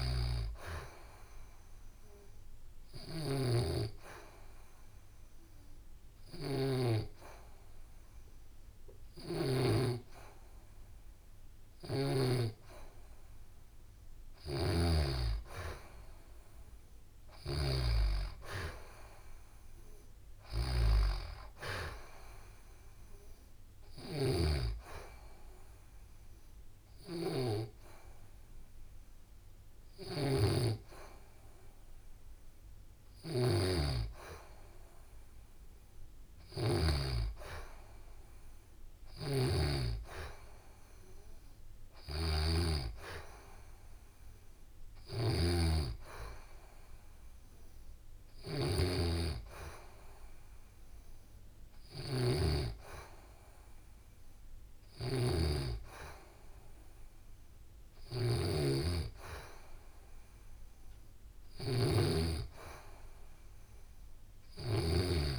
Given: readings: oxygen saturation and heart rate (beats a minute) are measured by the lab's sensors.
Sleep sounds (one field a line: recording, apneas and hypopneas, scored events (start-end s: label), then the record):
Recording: breathing in sleep by a room microphone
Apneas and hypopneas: 2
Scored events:
0.00-9.00 s: snoring (device-marked)
1.50-14.00 s: hypopnea (oxygen 94% before, 89% lowest, heart rate 71 before, 69 extreme, up 1 after)
11.00-17.50 s: snoring (device-marked)
16.00-19.00 s: arousal
23.50-36.50 s: snoring (device-marked)
24.00-34.00 s: hypopnea (oxygen 93% before, 89% lowest, heart rate 71 before, 69 extreme, up 1 after)
24.50-36.50 s: oxygen desaturation (device-marked, oxygen 93% before, 89% lowest, heart rate 71 before, 69 extreme)
38.50-42.00 s: arousal
38.50-65.39 s: snoring (device-marked)
45.50-55.50 s: oxygen desaturation (device-marked, oxygen 94% before, 91% lowest, heart rate 71 before, 69 extreme)
From the record:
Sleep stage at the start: N2 (light sleep)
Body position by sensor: on the back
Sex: female